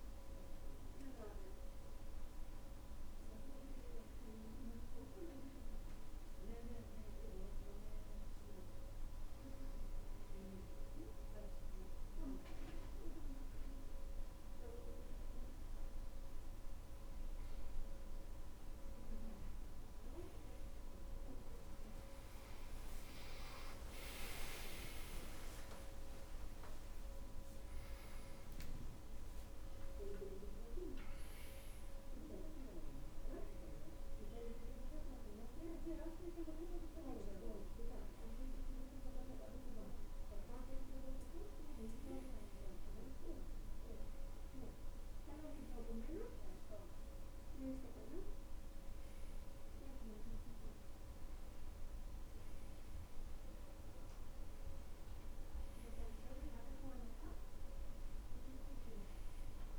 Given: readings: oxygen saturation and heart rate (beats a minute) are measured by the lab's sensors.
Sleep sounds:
breathing in sleep by a room microphone; none
24.50-29.00 s: arousal
26.50-46.50 s: oxygen desaturation (device-marked, oxygen 96% before, 93% lowest, heart rate 67 before, 65 extreme)
From the record:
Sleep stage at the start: N2 (light sleep); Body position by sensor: on the back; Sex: male

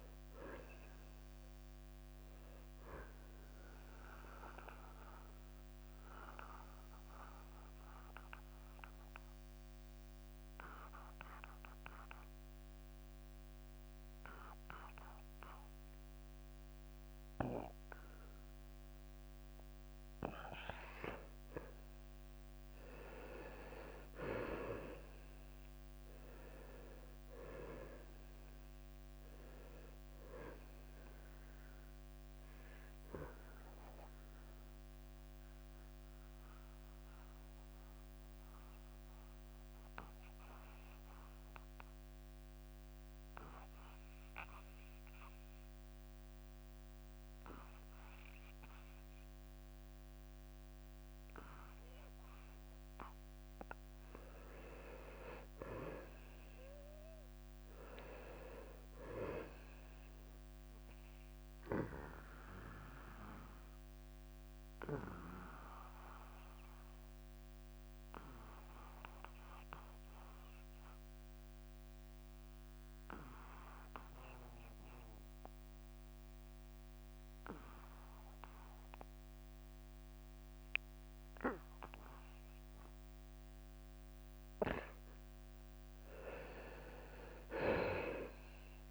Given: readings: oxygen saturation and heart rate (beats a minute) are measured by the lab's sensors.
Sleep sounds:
breathing in sleep by a microphone on the trachea; 3
6.50-20.50 s: mixed apnea (oxygen 97% before, 91% lowest, heart rate 87 before, 85 extreme, up 3 after)
11.00-19.00 s: oxygen desaturation (device-marked, oxygen 97% before, 93% lowest, heart rate 87 before, 85 extreme)
23.00-37.00 s: drop in pulse transit time (device-marked, heart rate 87 before, 86 extreme)
24.50-29.00 s: arousal
33.00-53.50 s: mixed apnea (oxygen 96% before, 91% lowest, heart rate 88 before, 84 extreme, up 4 after)
44.00-52.00 s: oxygen desaturation (device-marked, oxygen 94% before, 91% lowest, heart rate 89 before, 84 extreme)
55.00-68.00 s: drop in pulse transit time (device-marked, heart rate 88 before, 84 extreme)
55.50-58.50 s: arousal
63.00-84.50 s: obstructive apnea (oxygen 98% before, 88% lowest, heart rate 87 before, 83 extreme, up 6 after)
78.00-83.00 s: oxygen desaturation (device-marked, oxygen 96% before, 91% lowest, heart rate 88 before, 83 extreme)
87.00-88.91 s: drop in pulse transit time (device-marked, heart rate 86 before, 86 extreme)
87.50-88.91 s: arousal
From the record:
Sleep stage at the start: N2 (light sleep); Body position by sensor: on the back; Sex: male

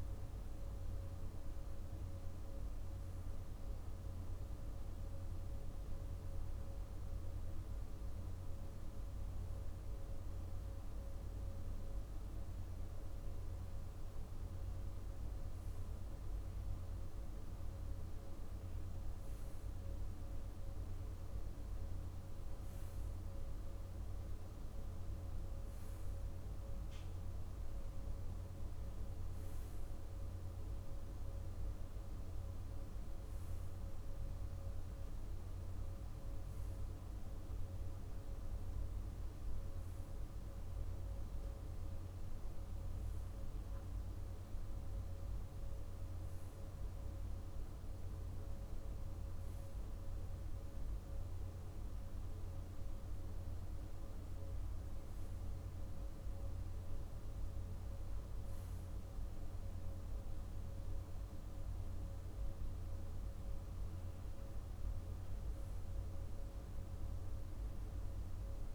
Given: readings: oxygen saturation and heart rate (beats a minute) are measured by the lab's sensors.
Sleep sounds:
breathing in sleep, hard to hear, by a room microphone; none
none scored
From the record:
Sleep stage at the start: REM sleep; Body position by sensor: on the right side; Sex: male

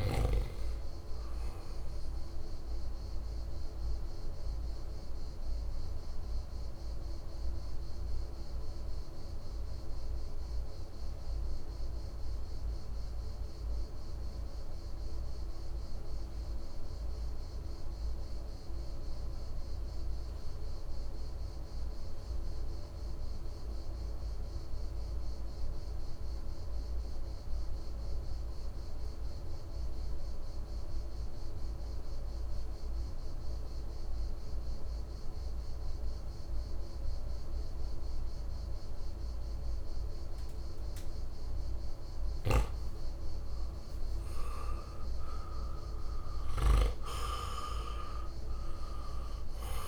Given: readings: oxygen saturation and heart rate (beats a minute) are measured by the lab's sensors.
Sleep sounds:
breathing in sleep by a room microphone; 1
0.00-18.00 s: oxygen desaturation (device-marked, oxygen 89% lowest, heart rate 55 extreme)
3.00-41.00 s: mixed apnea (oxygen 98% before, 88% lowest, heart rate 61 before, 55 extreme, up 6 after)
31.00-49.88 s: oxygen desaturation (device-marked, oxygen 99% before, 89% lowest, heart rate 57 before, 55 extreme)
43.00-47.00 s: arousal
From the record:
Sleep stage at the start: N2 (light sleep); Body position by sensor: on the right side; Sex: male

